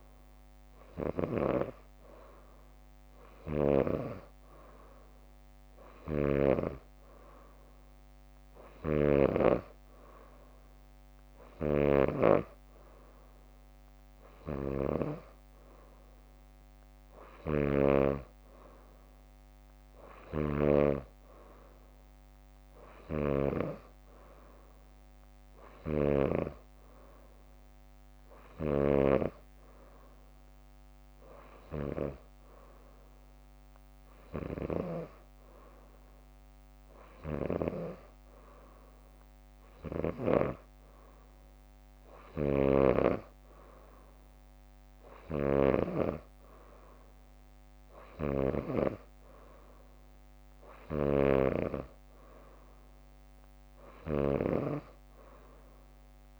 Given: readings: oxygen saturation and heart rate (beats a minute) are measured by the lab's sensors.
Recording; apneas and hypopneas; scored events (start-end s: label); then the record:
breathing in sleep by a microphone on the trachea; none
17.50-21.00 s: snoring (device-marked)
23.00-26.50 s: snoring (device-marked)
29.00-42.00 s: drop in pulse transit time (device-marked, heart rate 64 before, 60 extreme)
53.50-55.50 s: leg movement (device-marked)
From the record:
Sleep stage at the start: N2 (light sleep); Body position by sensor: on the back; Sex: female